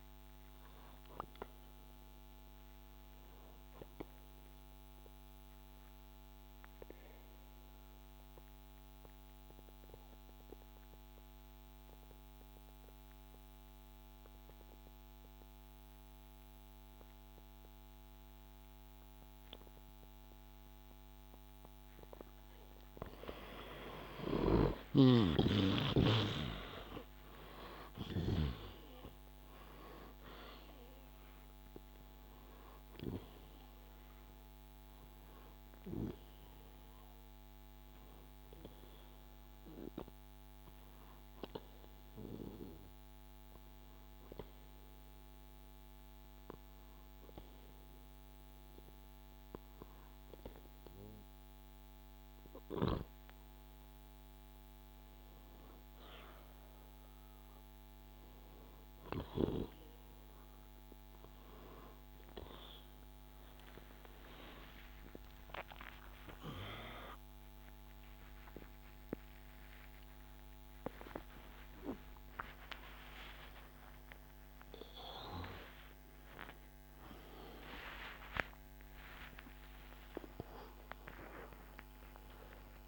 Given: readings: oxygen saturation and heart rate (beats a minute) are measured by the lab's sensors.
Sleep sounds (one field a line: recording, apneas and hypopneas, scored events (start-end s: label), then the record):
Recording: breathing in sleep by a microphone on the trachea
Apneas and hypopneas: 2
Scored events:
0.00-5.50 s: oxygen desaturation (device-marked, oxygen 91% lowest, heart rate 59 extreme)
1.00-22.00 s: obstructive apnea (oxygen 97% before, 91% lowest, heart rate 63 before, 59 extreme, up 8 after)
23.50-28.50 s: arousal
24.50-28.50 s: snoring (device-marked)
27.50-44.50 s: oxygen desaturation (device-marked, oxygen 98% before, 93% lowest, heart rate 62 before, 62 extreme)
41.50-55.00 s: obstructive apnea (oxygen 98% before, 93% lowest, heart rate 66 before, 62 extreme, up 1 after)
69.50-82.88 s: new sleep stage, awake
From the record:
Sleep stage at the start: N2 (light sleep)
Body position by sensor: on the back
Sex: male